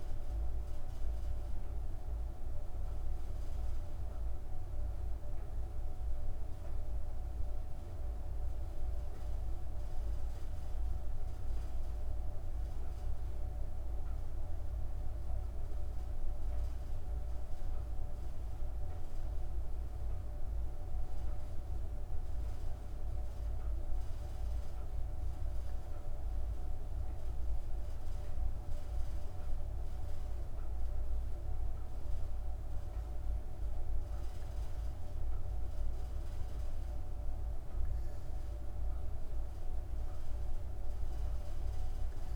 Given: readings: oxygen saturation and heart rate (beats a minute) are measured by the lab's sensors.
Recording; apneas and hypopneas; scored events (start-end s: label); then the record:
breathing in sleep, hard to hear, by a room microphone; none
0.00-1.50 s: arousal
From the record:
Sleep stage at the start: N2 (light sleep); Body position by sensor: on the back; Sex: female